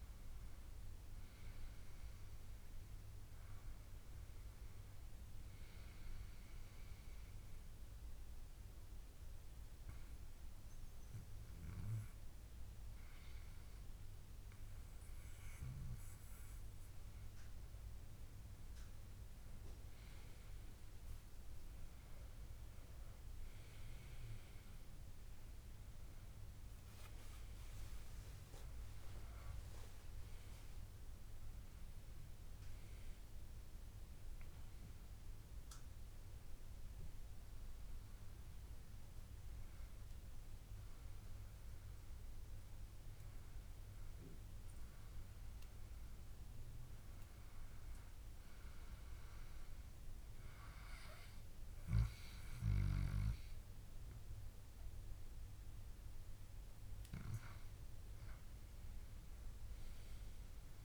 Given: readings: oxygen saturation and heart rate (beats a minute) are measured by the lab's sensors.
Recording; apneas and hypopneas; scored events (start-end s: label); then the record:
breathing in sleep, hard to hear, by a room microphone; 2
0.00-13.00 s: oxygen desaturation (device-marked, oxygen 93% lowest, heart rate 63 extreme)
6.50-18.50 s: obstructive apnea (oxygen 98% before, 93% lowest, heart rate 67 before, 63 extreme, up 8 after)
22.00-26.00 s: arousal
34.00-46.50 s: hypopnea (oxygen 98% before, 95% lowest, heart rate 70 before, 66 extreme)
49.50-53.00 s: arousal
From the record:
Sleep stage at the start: N2 (light sleep); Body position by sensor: on the back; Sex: male